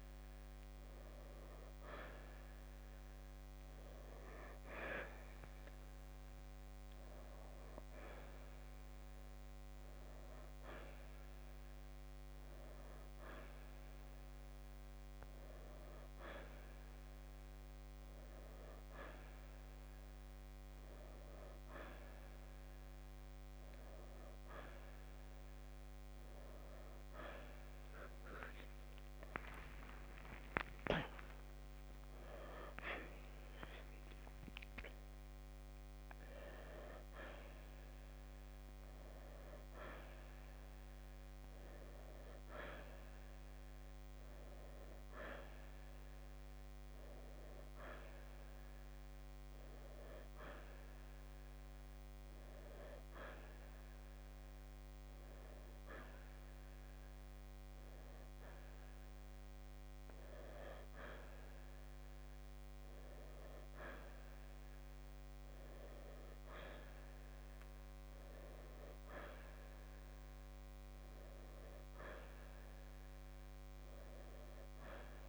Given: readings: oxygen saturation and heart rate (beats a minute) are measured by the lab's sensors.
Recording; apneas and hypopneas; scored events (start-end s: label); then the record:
breathing in sleep by a microphone on the trachea; none
29.50-34.50 s: arousal
From the record:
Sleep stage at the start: N1 (lightest sleep); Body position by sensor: on the right side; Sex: male